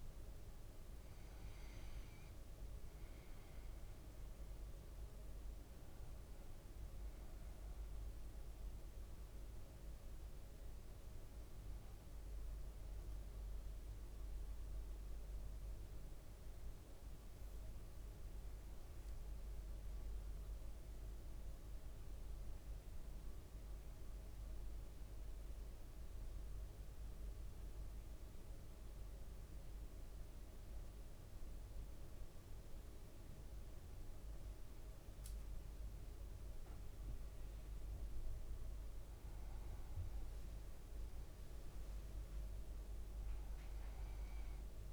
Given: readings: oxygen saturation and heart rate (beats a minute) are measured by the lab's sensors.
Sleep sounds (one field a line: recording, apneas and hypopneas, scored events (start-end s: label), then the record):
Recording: breathing in sleep, hard to hear, by a room microphone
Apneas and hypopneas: 1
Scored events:
0.00-2.50 s: arousal
0.00-24.50 s: oxygen desaturation (device-marked, oxygen 94% lowest, heart rate 55 extreme)
26.00-38.50 s: mixed apnea (oxygen 98% before, 94% lowest, heart rate 57 before, 54 extreme, up 3 after)
39.00-43.50 s: leg movement (device-marked)
40.50-44.00 s: arousal
43.50-44.93 s: oxygen desaturation (device-marked, oxygen 99% before, 94% lowest, heart rate 56 before, 54 extreme)
From the record:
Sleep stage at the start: N2 (light sleep)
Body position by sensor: on the back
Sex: male